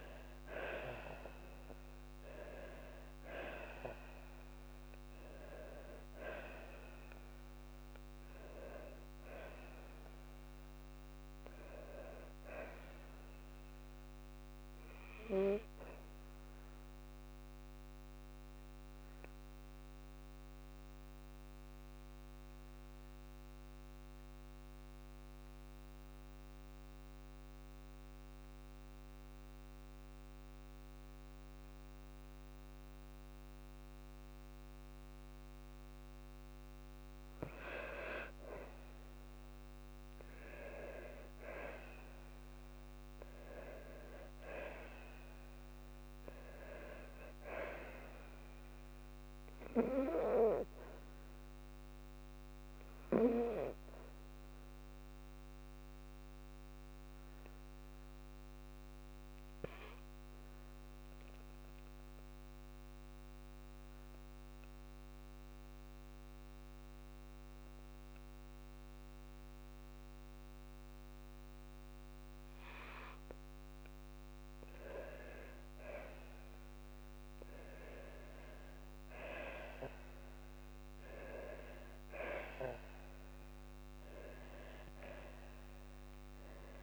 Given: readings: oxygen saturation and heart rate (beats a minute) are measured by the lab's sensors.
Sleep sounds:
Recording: breathing in sleep by a microphone on the trachea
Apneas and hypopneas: 2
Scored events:
17.00-35.50 s: obstructive apnea (oxygen 98% before, 92% lowest, heart rate 57 before, 52 extreme, up 4 after)
24.50-39.50 s: oxygen desaturation (device-marked, oxygen 97% before, 92% lowest, heart rate 55 before, 52 extreme)
41.00-44.50 s: arousal
55.00-72.00 s: obstructive apnea (oxygen 98% before, 94% lowest, heart rate 55 before, 52 extreme, up 5 after)
67.50-82.50 s: oxygen desaturation (device-marked, oxygen 98% before, 94% lowest, heart rate 54 before, 54 extreme)
83.50-86.83 s: arousal
85.00-86.83 s: long interval between heartbeats (device-marked, heart rate 55 before, 67 extreme)
85.50-86.83 s: tachycardia (device-marked, heart rate 57 before, 114 extreme)
From the record:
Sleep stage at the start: N2 (light sleep)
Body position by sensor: on the back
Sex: female

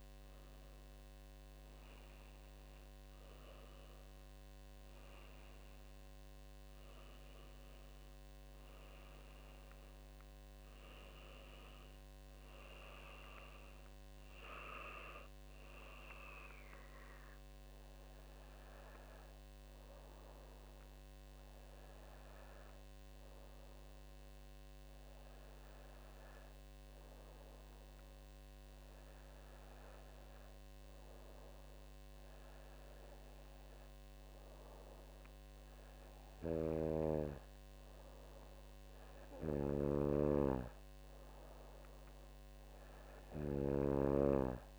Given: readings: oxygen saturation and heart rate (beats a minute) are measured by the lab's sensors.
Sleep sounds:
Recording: breathing in sleep by a microphone on the trachea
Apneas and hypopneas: none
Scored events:
none scored
From the record:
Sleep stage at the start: N2 (light sleep)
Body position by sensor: on the back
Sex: female

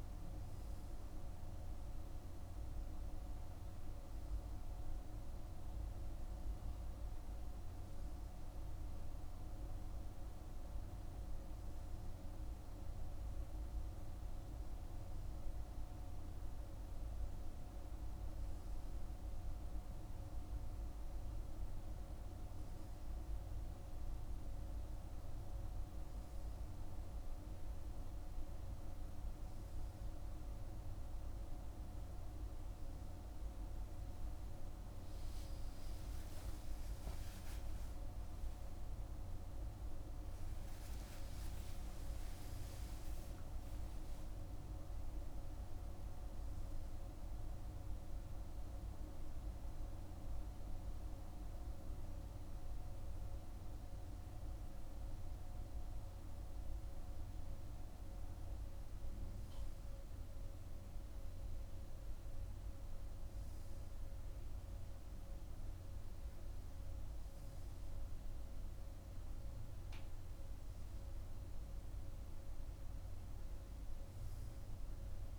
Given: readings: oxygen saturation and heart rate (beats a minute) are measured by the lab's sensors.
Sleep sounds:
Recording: breathing in sleep, hard to hear, by a room microphone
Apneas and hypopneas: none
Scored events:
34.50-39.50 s: arousal
From the record:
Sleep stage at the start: N2 (light sleep)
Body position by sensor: on the right side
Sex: male

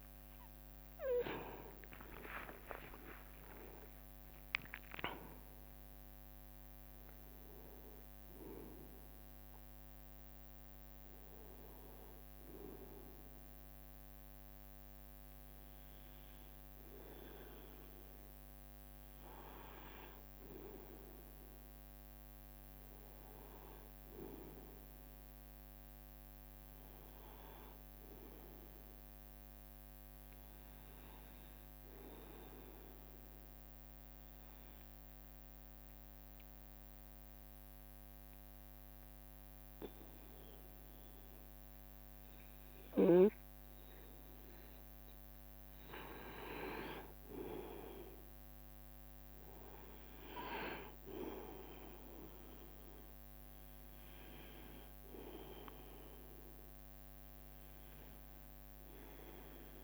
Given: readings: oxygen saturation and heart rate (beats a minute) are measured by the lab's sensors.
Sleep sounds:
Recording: breathing in sleep by a microphone on the trachea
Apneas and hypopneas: 1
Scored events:
0.00-14.50 s: drop in pulse transit time (device-marked, heart rate 69 extreme)
1.50-6.50 s: leg movement (device-marked)
2.50-7.00 s: arousal
5.00-7.00 s: long interval between heartbeats (device-marked, heart rate 72 before, 92 extreme)
19.50-21.50 s: long interval between heartbeats (device-marked, heart rate 80 before, 94 extreme)
25.00-30.00 s: arousal
30.50-38.50 s: leg movement (device-marked)
33.50-45.50 s: obstructive apnea (oxygen 96% before, 91% lowest, heart rate 76 before, 69 extreme, up 1 after)
45.00-51.50 s: leg movement (device-marked)
48.50-53.00 s: arousal
55.50-59.84 s: oxygen desaturation (device-marked, oxygen 94% before, 91% lowest, heart rate 70 before, 70 extreme)
From the record:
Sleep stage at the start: N2 (light sleep)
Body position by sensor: on the right side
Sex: male

